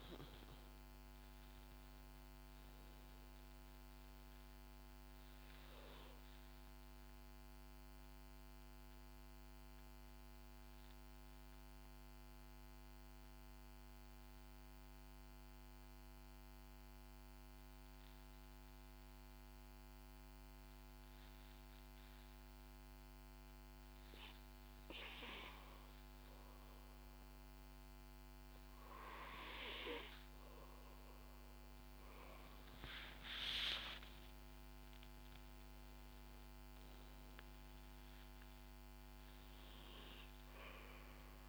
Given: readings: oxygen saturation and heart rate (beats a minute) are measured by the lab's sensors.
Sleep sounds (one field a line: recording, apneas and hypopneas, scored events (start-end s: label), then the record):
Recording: breathing in sleep by a microphone on the trachea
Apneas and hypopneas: 1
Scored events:
0.00-1.00 s: arousal
0.00-6.50 s: oxygen desaturation (device-marked, oxygen 92% lowest, heart rate 69 extreme)
6.50-24.00 s: obstructive apnea (oxygen 96% before, 92% lowest, heart rate 74 before, 67 extreme, up 4 after)
26.00-30.00 s: arousal
29.50-41.49 s: oxygen desaturation (device-marked, oxygen 97% before, 93% lowest, heart rate 70 before, 64 extreme)
From the record:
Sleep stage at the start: N2 (light sleep)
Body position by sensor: on the back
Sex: female